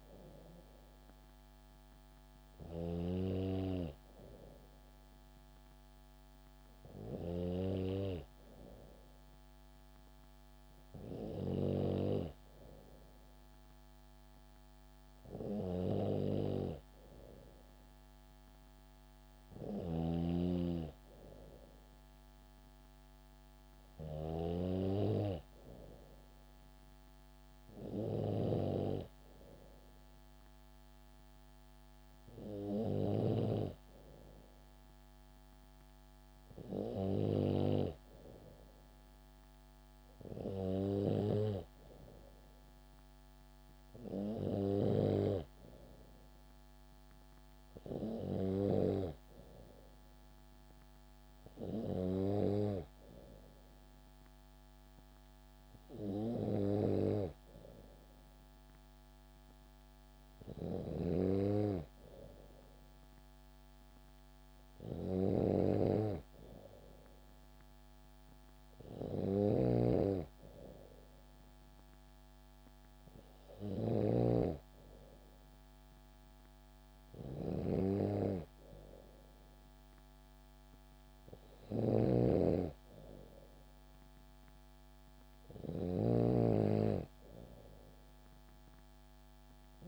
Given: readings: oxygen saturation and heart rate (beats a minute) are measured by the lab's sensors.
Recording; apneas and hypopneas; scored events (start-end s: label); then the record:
breathing in sleep by a microphone on the trachea; none
0.00-2.50 s: snoring (device-marked)
19.00-24.00 s: snoring (device-marked)
69.00-73.50 s: snoring (device-marked)
81.00-85.50 s: snoring (device-marked)
From the record:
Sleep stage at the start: N2 (light sleep); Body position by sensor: on the back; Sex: female